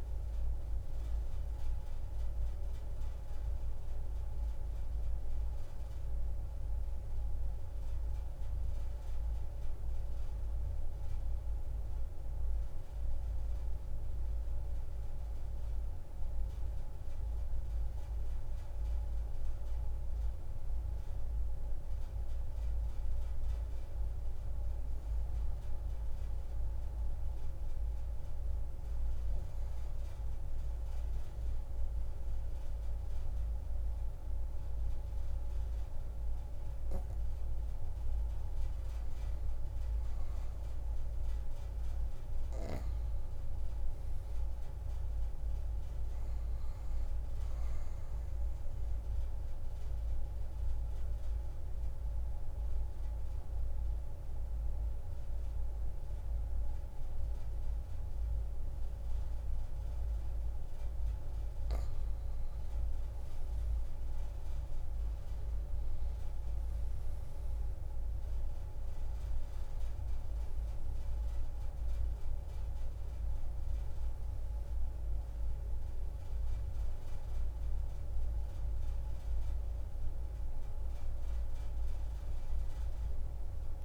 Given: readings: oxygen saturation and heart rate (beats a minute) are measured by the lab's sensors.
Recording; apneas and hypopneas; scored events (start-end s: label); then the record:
breathing in sleep, hard to hear, by a room microphone; 1
0.00-21.50 s: oxygen desaturation (device-marked, oxygen 84% lowest)
26.50-29.50 s: tachycardia (device-marked)
31.00-35.50 s: arousal
36.50-56.50 s: oxygen desaturation (device-marked, oxygen 98% before, 91% lowest)
49.00-61.00 s: obstructive apnea (oxygen 99% before, 90% lowest)
63.50-67.50 s: arousal
69.50-83.84 s: oxygen desaturation (device-marked, oxygen 94% before, 90% lowest)
From the record:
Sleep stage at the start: N2 (light sleep); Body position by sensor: on the back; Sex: female